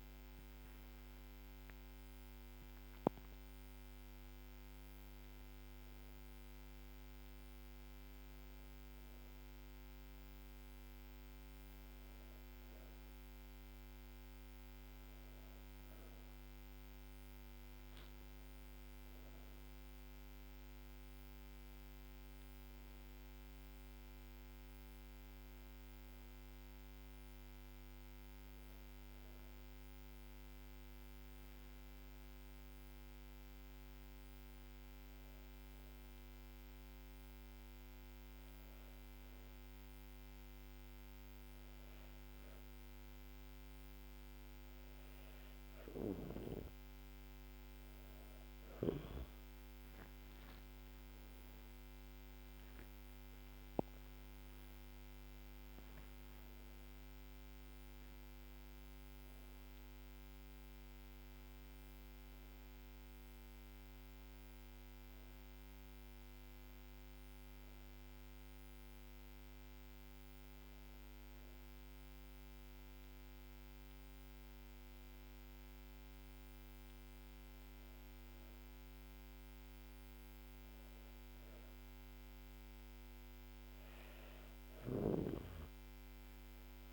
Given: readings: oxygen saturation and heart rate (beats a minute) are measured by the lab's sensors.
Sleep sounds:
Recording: breathing in sleep, hard to hear, by a microphone on the trachea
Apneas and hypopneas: 2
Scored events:
0.00-3.50 s: arousal
17.50-22.50 s: arousal
29.50-40.50 s: hypopnea (oxygen 97% before, 94% lowest, heart rate 78 before, 77 extreme, up 2 after)
49.50-55.00 s: arousal
69.50-82.00 s: hypopnea (oxygen 97% before, 94% lowest, heart rate 82 before, 76 extreme, up 4 after)
From the record:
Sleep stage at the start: N2 (light sleep)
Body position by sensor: on the back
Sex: female

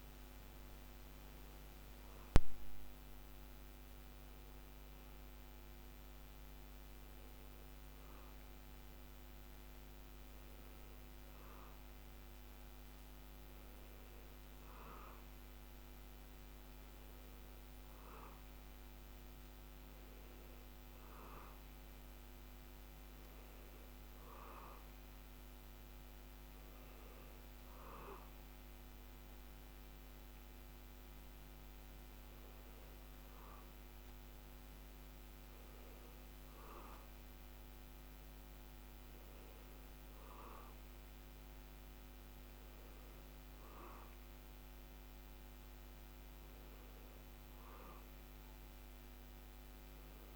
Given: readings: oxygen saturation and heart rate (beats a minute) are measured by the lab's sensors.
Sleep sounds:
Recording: breathing in sleep, hard to hear, by a microphone on the trachea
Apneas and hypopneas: none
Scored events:
19.50-50.36 s: new sleep stage, N2 (light sleep)
From the record:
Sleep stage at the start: N1 (lightest sleep)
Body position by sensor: on the back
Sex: male

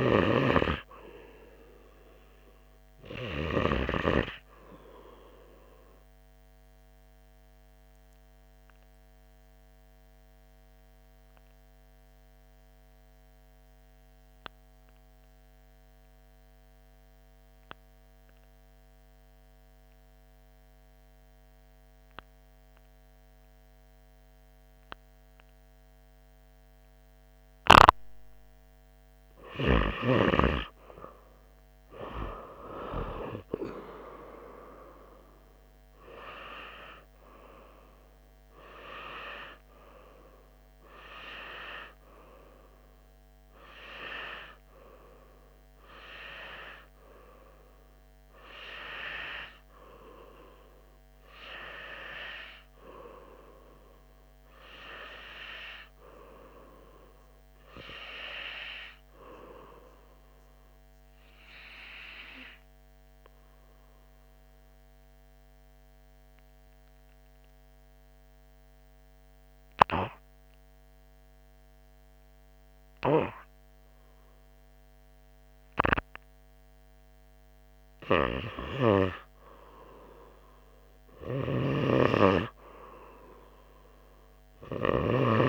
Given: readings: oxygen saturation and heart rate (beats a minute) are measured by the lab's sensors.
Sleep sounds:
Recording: breathing in sleep by a microphone on the trachea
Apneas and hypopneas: 2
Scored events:
0.00-2.00 s: arousal
0.00-4.00 s: snoring (device-marked)
0.00-6.00 s: oxygen desaturation (device-marked, oxygen 95% lowest, heart rate 81 extreme)
6.50-28.50 s: obstructive apnea (oxygen 98% before, 95% lowest, heart rate 84 before, 81 extreme, up 6 after)
30.00-33.50 s: arousal
61.00-76.50 s: obstructive apnea (oxygen 98% before, 95% lowest, heart rate 84 before, 79 extreme, up 0 after)
78.00-83.00 s: arousal
81.50-85.49 s: snoring (device-marked)
From the record:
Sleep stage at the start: REM sleep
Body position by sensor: on the right side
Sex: male

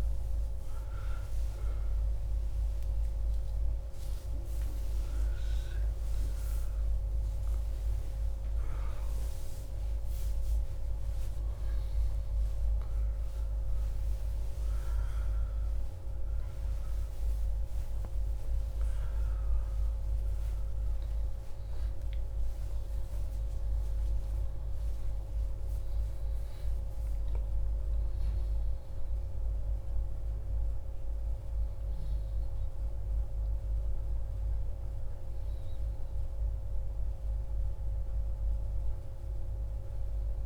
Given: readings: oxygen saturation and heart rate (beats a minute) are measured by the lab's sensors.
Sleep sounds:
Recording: a person awake in a sleep study, hard to hear, by a room microphone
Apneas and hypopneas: none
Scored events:
28.00-40.46 s: new sleep stage, N1 (lightest sleep)
From the record:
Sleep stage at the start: awake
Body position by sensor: on the back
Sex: male

